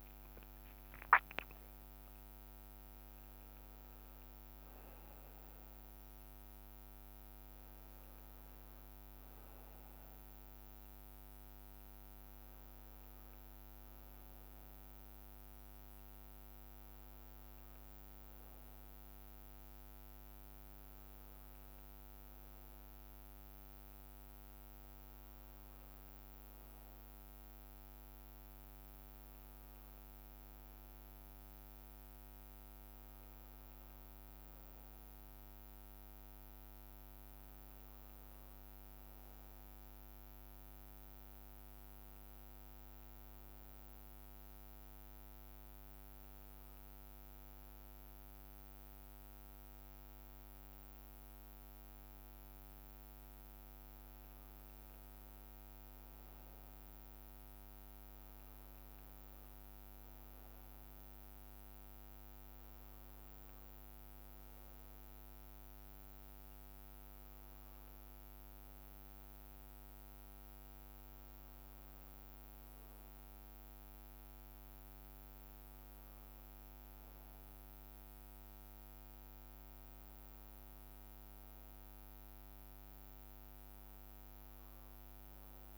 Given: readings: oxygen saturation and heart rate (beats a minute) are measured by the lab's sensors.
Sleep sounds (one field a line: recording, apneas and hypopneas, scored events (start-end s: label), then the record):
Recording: breathing in sleep, hard to hear, by a microphone on the trachea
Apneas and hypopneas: none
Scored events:
0.00-1.50 s: arousal
From the record:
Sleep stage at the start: N1 (lightest sleep)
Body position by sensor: on the right side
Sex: male